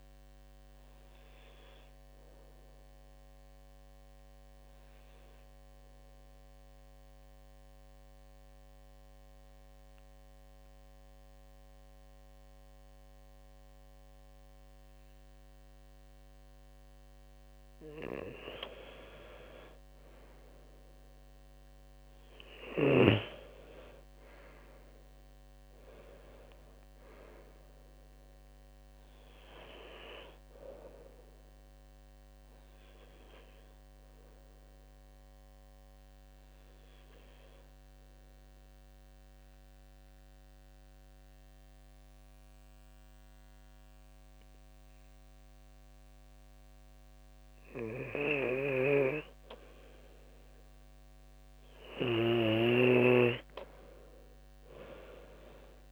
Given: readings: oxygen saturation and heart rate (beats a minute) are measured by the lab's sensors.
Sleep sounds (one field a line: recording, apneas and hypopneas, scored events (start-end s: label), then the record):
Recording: breathing in sleep by a microphone on the trachea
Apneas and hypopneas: 2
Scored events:
0.50-17.00 s: obstructive apnea (oxygen 97% before, 91% lowest, heart rate 72 before, 65 extreme, up 4 after)
21.50-25.50 s: arousal
32.50-47.00 s: obstructive apnea (oxygen 96% before, 91% lowest, heart rate 70 before, 68 extreme, up 5 after)
48.00-52.00 s: snoring (device-marked)
54.50-55.92 s: arousal
From the record:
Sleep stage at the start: N2 (light sleep)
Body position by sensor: on the left side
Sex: male